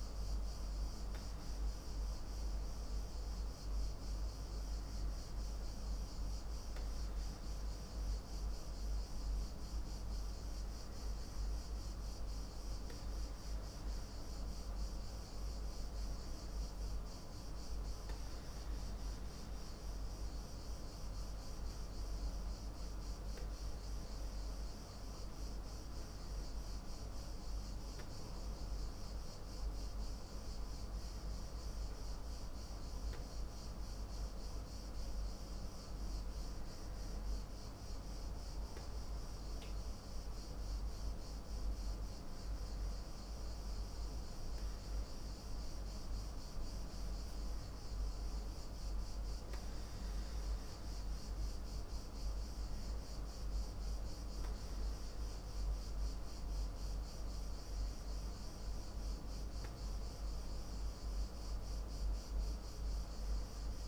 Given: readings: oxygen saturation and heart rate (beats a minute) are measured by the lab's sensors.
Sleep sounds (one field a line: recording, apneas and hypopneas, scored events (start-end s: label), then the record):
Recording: breathing in sleep, hard to hear, by a room microphone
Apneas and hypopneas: none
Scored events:
none scored
From the record:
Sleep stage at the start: N2 (light sleep)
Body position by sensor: on the back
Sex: male